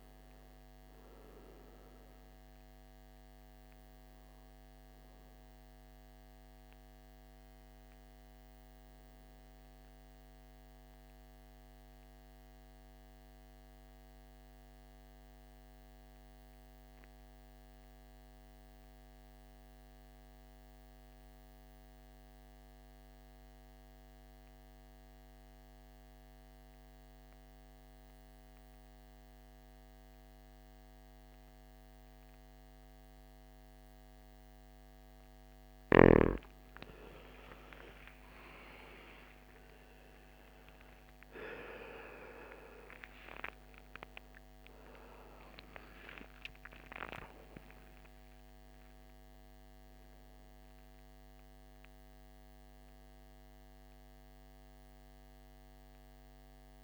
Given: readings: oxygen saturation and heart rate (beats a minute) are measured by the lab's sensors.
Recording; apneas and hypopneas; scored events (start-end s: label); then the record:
breathing in sleep by a microphone on the trachea; 1
0.00-19.50 s: oxygen desaturation (device-marked, oxygen 87% lowest, heart rate 55 extreme)
13.50-35.50 s: mixed apnea (oxygen 99% before, 81% lowest, heart rate 62 before, 55 extreme, up 20 after)
30.50-56.84 s: oxygen desaturation (device-marked, oxygen 98% before, 81% lowest, heart rate 58 before, 53 extreme)
36.50-41.50 s: arousal
36.50-56.84 s: new sleep stage, N1 (lightest sleep)
From the record:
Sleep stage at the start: N2 (light sleep); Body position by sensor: on the back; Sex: male